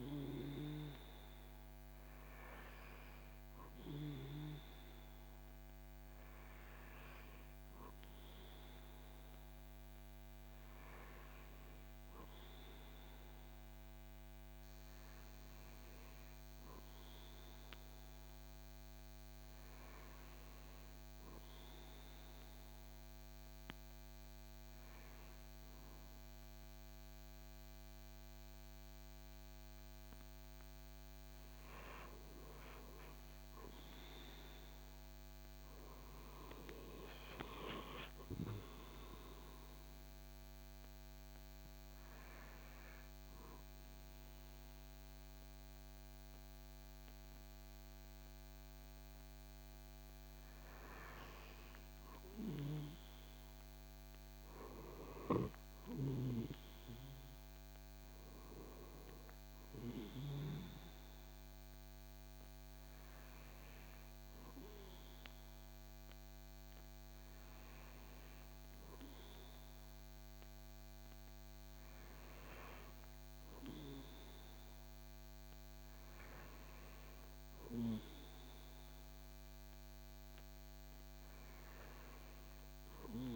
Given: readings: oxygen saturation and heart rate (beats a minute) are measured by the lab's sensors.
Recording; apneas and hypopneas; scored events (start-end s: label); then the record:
breathing in sleep by a microphone on the trachea; 1
18.00-29.50 s: hypopnea (oxygen 96% before, 90% lowest, heart rate 75 before, 66 extreme, up 2 after)
30.50-33.00 s: arousal
40.00-59.00 s: oxygen desaturation (device-marked, oxygen 95% before, 90% lowest, heart rate 75 before, 66 extreme)
From the record:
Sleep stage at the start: N2 (light sleep); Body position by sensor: on the back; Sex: male